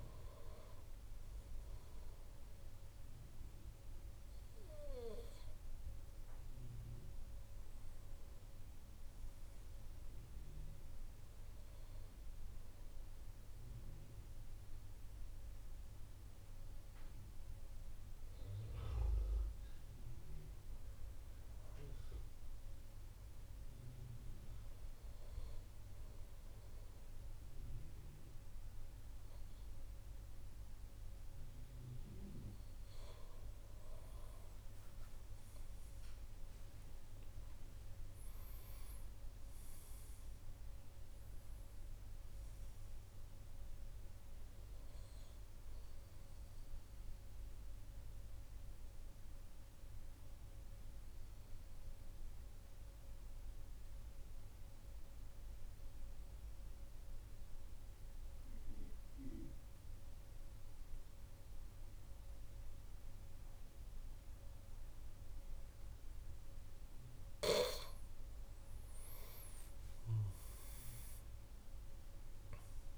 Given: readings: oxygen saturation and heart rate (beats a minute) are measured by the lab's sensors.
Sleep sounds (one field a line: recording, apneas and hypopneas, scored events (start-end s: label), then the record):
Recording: breathing in sleep by a room microphone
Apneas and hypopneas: 2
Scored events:
0.00-8.00 s: oxygen desaturation (device-marked, oxygen 93% lowest, heart rate 65 extreme)
10.50-21.50 s: hypopnea (oxygen 97% before, 91% lowest, heart rate 68 before, 65 extreme, up 5 after)
35.00-39.00 s: arousal
46.50-67.50 s: obstructive apnea (oxygen 97% before, 90% lowest, heart rate 72 before, 65 extreme, up 9 after)
65.00-72.97 s: oxygen desaturation (device-marked, oxygen 96% before, 90% lowest, heart rate 67 before, 65 extreme)
69.00-72.97 s: arousal
From the record:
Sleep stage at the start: N2 (light sleep)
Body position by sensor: on the back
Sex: male